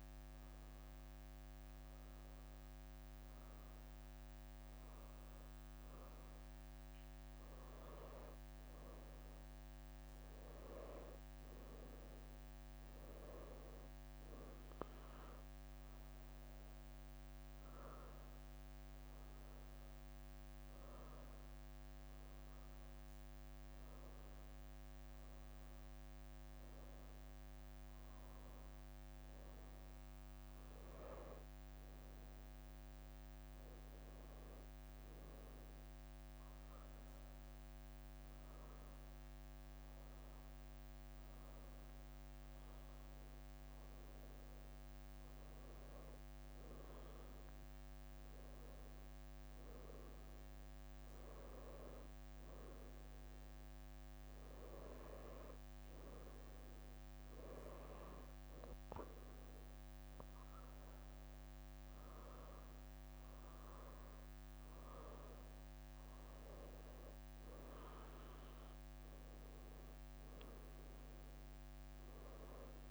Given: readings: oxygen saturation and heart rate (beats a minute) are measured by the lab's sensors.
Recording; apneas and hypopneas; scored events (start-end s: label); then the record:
breathing in sleep by a microphone on the trachea; none
0.00-1.00 s: leg movement (device-marked)
0.00-3.50 s: arousal
2.00-3.50 s: leg movement (device-marked)
5.00-6.00 s: leg movement (device-marked)
7.50-9.00 s: leg movement (device-marked)
12.50-15.00 s: leg movement (device-marked)
16.00-18.00 s: leg movement (device-marked)
23.00-32.00 s: leg movement (device-marked)
36.50-39.00 s: leg movement (device-marked)
39.50-42.00 s: leg movement (device-marked)
42.50-44.50 s: leg movement (device-marked)
45.00-47.00 s: leg movement (device-marked)
51.50-54.00 s: leg movement (device-marked)
54.50-60.00 s: leg movement (device-marked)
60.50-70.00 s: leg movement (device-marked)
From the record:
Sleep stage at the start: N2 (light sleep); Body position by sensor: on the right side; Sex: female